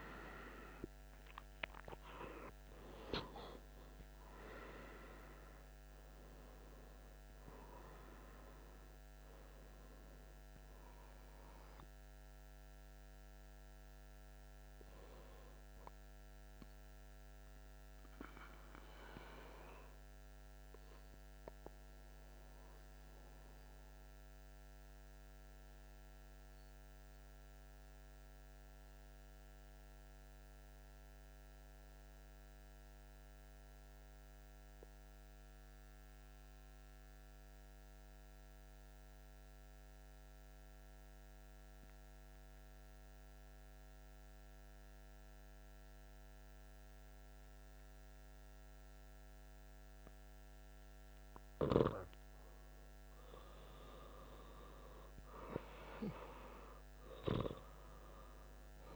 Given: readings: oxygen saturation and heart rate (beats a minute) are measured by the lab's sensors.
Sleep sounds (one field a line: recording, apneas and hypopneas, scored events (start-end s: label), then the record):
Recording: breathing in sleep by a microphone on the trachea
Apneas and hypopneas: 1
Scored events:
0.00-20.00 s: oxygen desaturation (device-marked, oxygen 87% lowest)
21.50-51.50 s: mixed apnea (oxygen 97% before, 93% lowest)
53.00-58.00 s: arousal
54.00-58.96 s: oxygen desaturation (device-marked, oxygen 97% before, 93% lowest)
From the record:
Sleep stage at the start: N2 (light sleep)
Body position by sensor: on the back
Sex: male